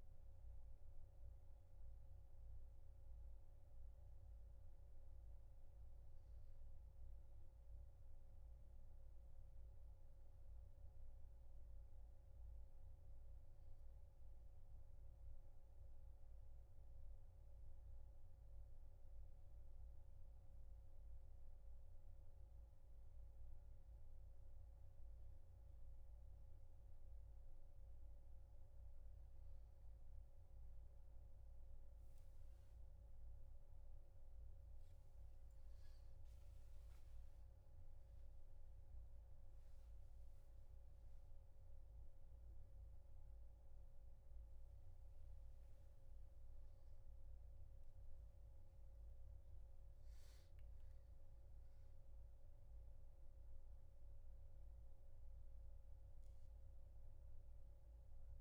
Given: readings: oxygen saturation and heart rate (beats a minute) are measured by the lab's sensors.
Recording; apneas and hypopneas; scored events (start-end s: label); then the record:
a person awake in a sleep study, hard to hear, by a room microphone; none
46.50-48.50 s: long interval between heartbeats (device-marked, heart rate 89 before, 99 extreme)
From the record:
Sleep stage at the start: awake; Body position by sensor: on the back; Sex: male